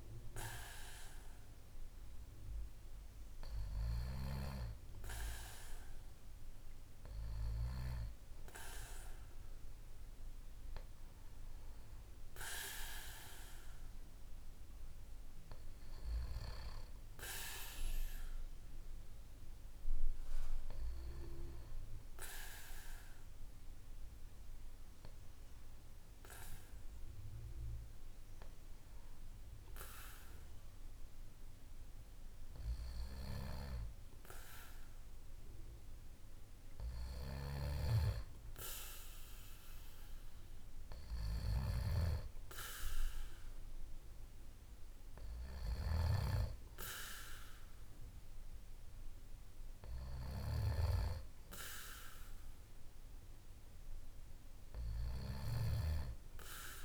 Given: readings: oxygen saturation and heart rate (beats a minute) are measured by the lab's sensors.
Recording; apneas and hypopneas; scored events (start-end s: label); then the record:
breathing in sleep by a room microphone; none
none scored
From the record:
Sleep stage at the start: N2 (light sleep); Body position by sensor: on the back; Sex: male